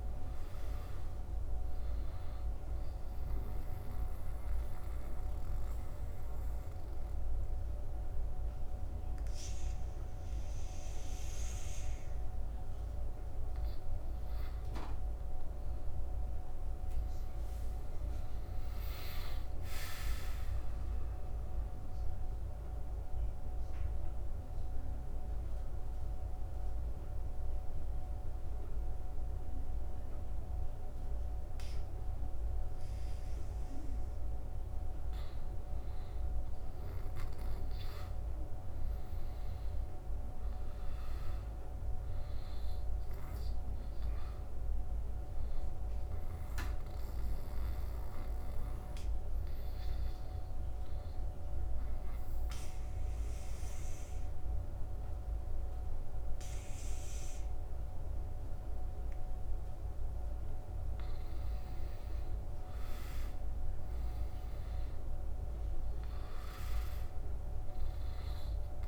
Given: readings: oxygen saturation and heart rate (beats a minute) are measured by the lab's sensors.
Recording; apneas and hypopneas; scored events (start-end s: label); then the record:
breathing in sleep, hard to hear, by a room microphone; 3
0.00-16.50 s: oxygen desaturation (device-marked, oxygen 86% lowest, heart rate 69 extreme)
3.00-16.50 s: mixed apnea (oxygen 97% before, 86% lowest, heart rate 77 before, 69 extreme, up 15 after)
17.50-21.00 s: arousal
22.50-33.50 s: central apnea (oxygen 97% before, 87% lowest, heart rate 76 before, 74 extreme, up 5 after)
36.50-40.00 s: arousal
43.50-58.50 s: oxygen desaturation (device-marked, oxygen 97% before, 91% lowest, heart rate 77 before, 75 extreme)
46.50-59.00 s: obstructive apnea (oxygen 97% before, 87% lowest, heart rate 77 before, 75 extreme, up 4 after)
67.50-68.88 s: oxygen desaturation (device-marked, oxygen 96% before, 87% lowest, heart rate 78 before, 76 extreme)
From the record:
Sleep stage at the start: N2 (light sleep); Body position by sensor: on the back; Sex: male